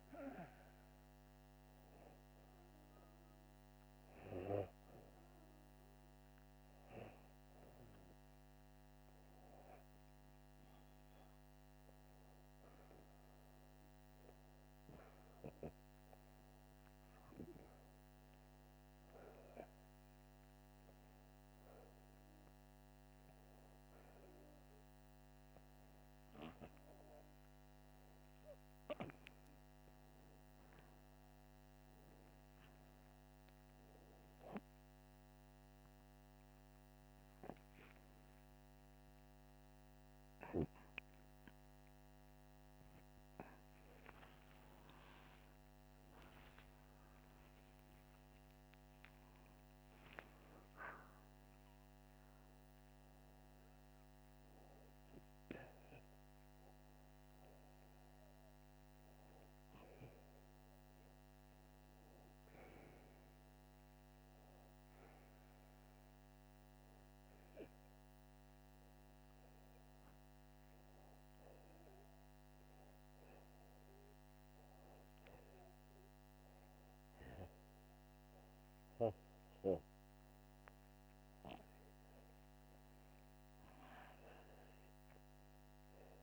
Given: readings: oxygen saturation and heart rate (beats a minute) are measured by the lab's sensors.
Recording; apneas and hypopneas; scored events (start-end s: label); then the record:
breathing in sleep by a microphone on the trachea; 2
8.00-11.00 s: arousal
12.50-24.00 s: hypopnea (oxygen 96% before, 95% lowest, heart rate 83 before, 84 extreme, up 2 after)
44.50-49.50 s: arousal
66.00-76.50 s: hypopnea (oxygen 97% before, 95% lowest, heart rate 85 before, 80 extreme, up 5 after)
78.50-81.50 s: arousal
From the record:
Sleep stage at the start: N2 (light sleep); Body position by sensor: upright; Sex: male